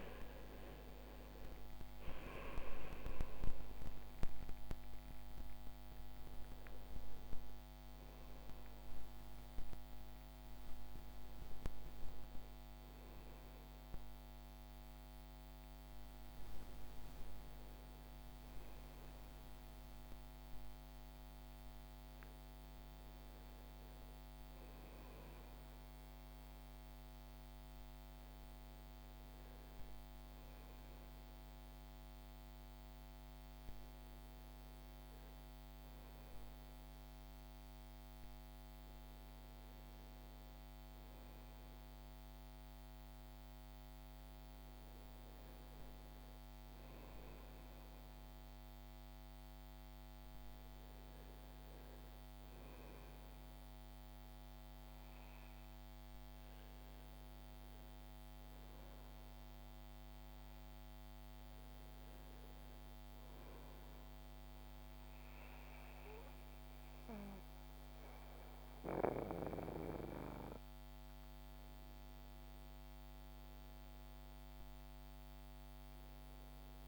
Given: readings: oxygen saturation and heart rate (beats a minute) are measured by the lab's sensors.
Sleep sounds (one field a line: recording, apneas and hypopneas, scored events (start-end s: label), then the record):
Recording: a person awake in a sleep study, by a microphone on the trachea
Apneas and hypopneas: none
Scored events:
59.50-76.88 s: new sleep stage, N1 (lightest sleep)
From the record:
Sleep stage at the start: awake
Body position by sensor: on the back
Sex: male